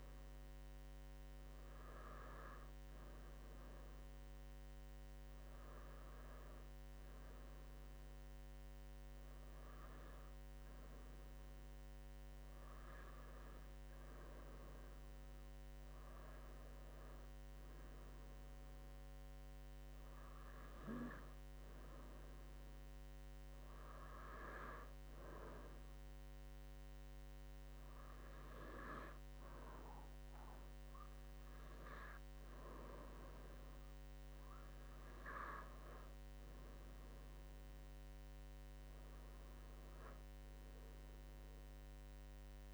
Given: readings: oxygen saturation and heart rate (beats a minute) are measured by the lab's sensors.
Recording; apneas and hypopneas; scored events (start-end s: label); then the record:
breathing in sleep by a microphone on the trachea; none
none scored
From the record:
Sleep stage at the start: N2 (light sleep); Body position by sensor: on the right side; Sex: male